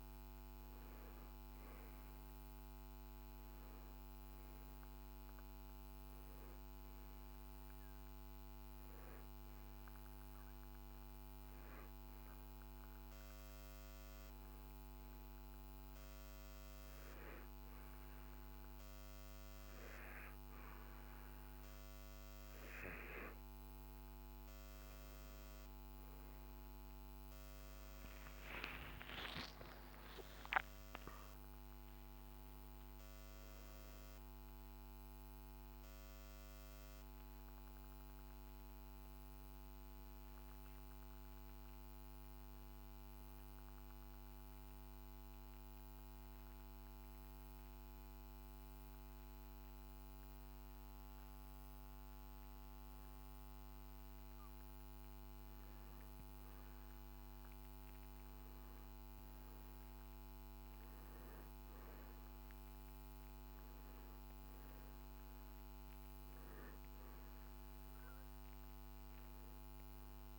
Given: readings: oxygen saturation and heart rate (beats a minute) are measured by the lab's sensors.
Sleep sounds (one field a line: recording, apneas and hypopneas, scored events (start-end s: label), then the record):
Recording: breathing in sleep, hard to hear, by a microphone on the trachea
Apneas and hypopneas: 2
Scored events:
0.00-10.00 s: oxygen desaturation (device-marked, oxygen 97% before, 93% lowest, heart rate 61 before, 57 extreme)
8.50-23.50 s: hypopnea (oxygen 97% before, 91% lowest, heart rate 59 before, 58 extreme, up 11 after)
26.00-30.50 s: arousal
28.00-48.00 s: oxygen desaturation (device-marked, oxygen 96% before, 91% lowest, heart rate 61 before, 56 extreme)
43.50-55.00 s: obstructive apnea (oxygen 96% before, 93% lowest, heart rate 68 before, 56 extreme, up 1 after)
60.50-64.50 s: arousal
63.00-70.39 s: oxygen desaturation (device-marked, oxygen 98% before, 93% lowest, heart rate 59 before, 57 extreme)
From the record:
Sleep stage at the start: N2 (light sleep)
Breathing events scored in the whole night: 226 in 5.2 hours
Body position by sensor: on the back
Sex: male